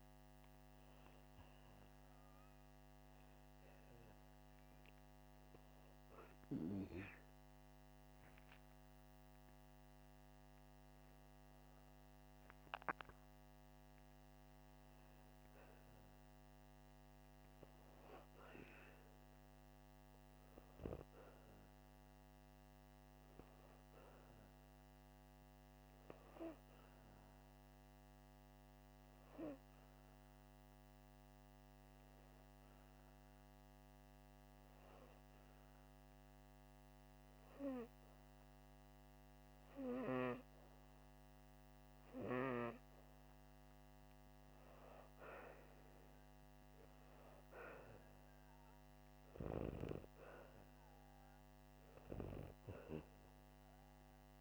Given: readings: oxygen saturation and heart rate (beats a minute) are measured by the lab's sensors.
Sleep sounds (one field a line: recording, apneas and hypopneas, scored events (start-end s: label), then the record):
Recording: breathing in sleep by a microphone on the trachea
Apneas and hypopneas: 1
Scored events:
16.00-19.50 s: arousal
23.00-36.50 s: hypopnea (oxygen 97% before, 93% lowest, heart rate 85 before, 78 extreme, up 4 after)
38.00-41.50 s: arousal
48.50-54.41 s: oxygen desaturation (device-marked, oxygen 96% before, 93% lowest, heart rate 79 before, 80 extreme)
From the record:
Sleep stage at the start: N2 (light sleep)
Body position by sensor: upright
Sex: male